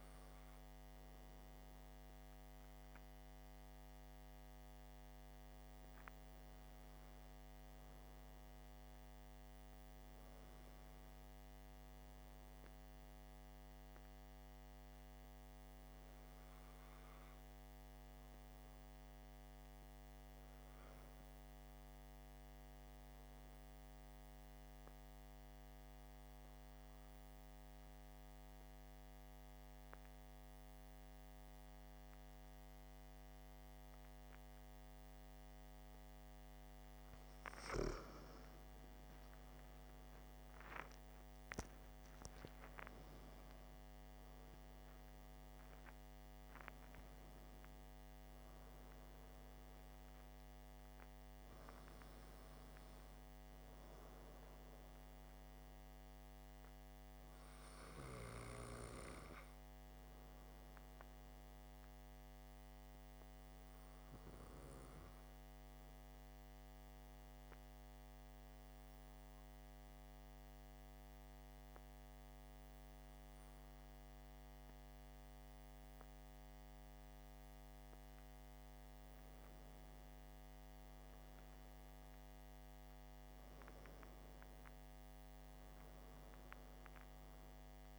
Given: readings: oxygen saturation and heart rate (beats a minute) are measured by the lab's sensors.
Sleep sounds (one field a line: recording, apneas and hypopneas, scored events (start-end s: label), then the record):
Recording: breathing in sleep, hard to hear, by a microphone on the trachea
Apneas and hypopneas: 2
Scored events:
25.00-37.00 s: obstructive apnea (oxygen 97% before, 92% lowest, heart rate 56 before, 55 extreme, up 17 after)
35.00-47.00 s: oxygen desaturation (device-marked, oxygen 96% before, 93% lowest, heart rate 56 before, 55 extreme)
40.00-44.00 s: arousal
63.50-76.00 s: hypopnea (oxygen 96% before, 92% lowest, heart rate 60 before, 49 extreme, up 5 after)
79.00-82.00 s: arousal
From the record:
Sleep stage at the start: N2 (light sleep)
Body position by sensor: on the back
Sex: male